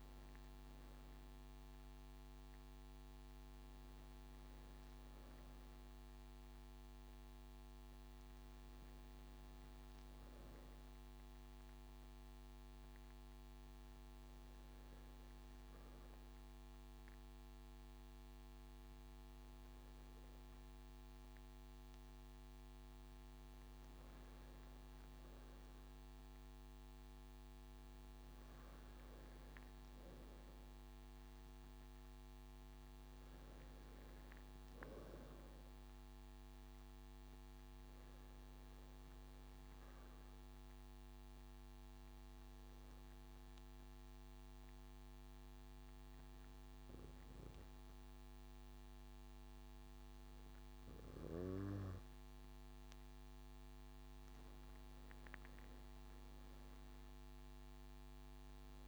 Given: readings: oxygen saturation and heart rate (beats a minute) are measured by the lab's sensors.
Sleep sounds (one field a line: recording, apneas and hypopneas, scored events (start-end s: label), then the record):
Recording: breathing in sleep, hard to hear, by a microphone on the trachea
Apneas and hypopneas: 2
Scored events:
0.00-13.50 s: oxygen desaturation (device-marked, oxygen 91% lowest)
14.00-24.50 s: obstructive apnea (oxygen 98% before, 94% lowest)
27.50-31.00 s: arousal
39.50-53.50 s: obstructive apnea (oxygen 99% before, 91% lowest)
55.00-58.88 s: arousal
From the record:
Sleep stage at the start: N2 (light sleep)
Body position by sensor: on the right side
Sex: male